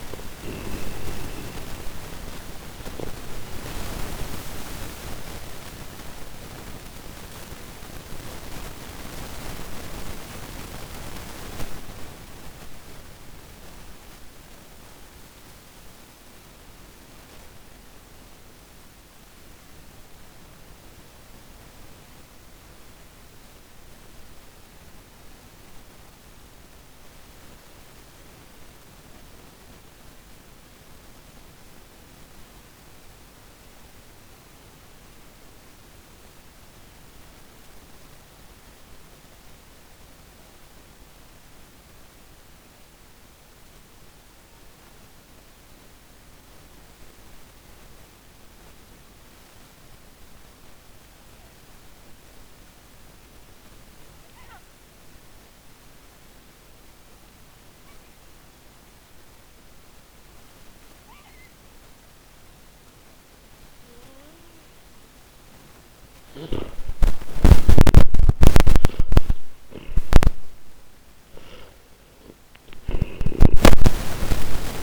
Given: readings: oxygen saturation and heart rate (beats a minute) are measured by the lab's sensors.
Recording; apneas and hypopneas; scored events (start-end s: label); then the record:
breathing in sleep by a microphone on the trachea; 1
0.00-1.00 s: snoring (device-marked)
0.00-38.50 s: oxygen desaturation (device-marked, oxygen 79% lowest, heart rate 32 extreme)
8.50-64.00 s: mixed apnea (oxygen 96% before, 79% lowest, heart rate 74 before, 32 extreme)
60.50-74.83 s: oxygen desaturation (device-marked, oxygen 98% before, 79% lowest, heart rate 97 before, 54 extreme)
65.50-74.83 s: snoring (device-marked)
66.00-70.00 s: arousal
From the record:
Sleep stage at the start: N2 (light sleep); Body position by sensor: on the back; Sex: male